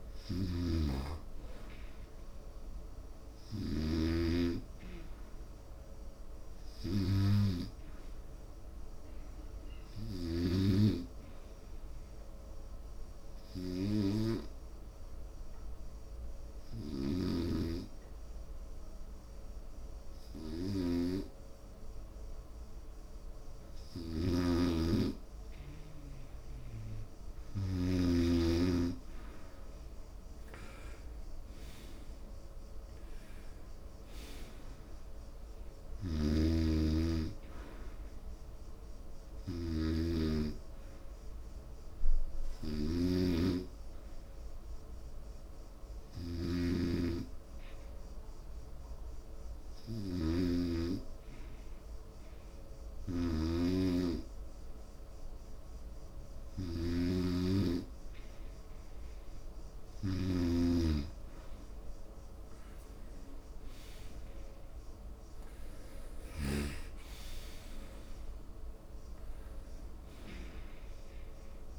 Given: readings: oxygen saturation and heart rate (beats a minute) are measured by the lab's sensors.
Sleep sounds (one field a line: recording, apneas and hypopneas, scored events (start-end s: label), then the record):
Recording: breathing in sleep by a room microphone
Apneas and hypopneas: 2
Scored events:
0.00-6.50 s: oxygen desaturation (device-marked, oxygen 92% lowest, heart rate 71 extreme)
6.50-10.50 s: arousal
12.50-27.00 s: hypopnea (oxygen 95% before, 90% lowest, heart rate 82 before, 71 extreme, up 11 after)
24.50-28.50 s: snoring (device-marked)
30.50-35.00 s: arousal
36.50-51.00 s: snoring (device-marked)
42.00-60.00 s: hypopnea (oxygen 95% before, 90% lowest, heart rate 76 before, 70 extreme, up 10 after)
49.50-63.50 s: oxygen desaturation (device-marked, oxygen 95% before, 90% lowest, heart rate 78 before, 70 extreme)
57.00-61.00 s: snoring (device-marked)
64.00-68.00 s: arousal
From the record:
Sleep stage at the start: N2 (light sleep)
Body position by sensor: on the right side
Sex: male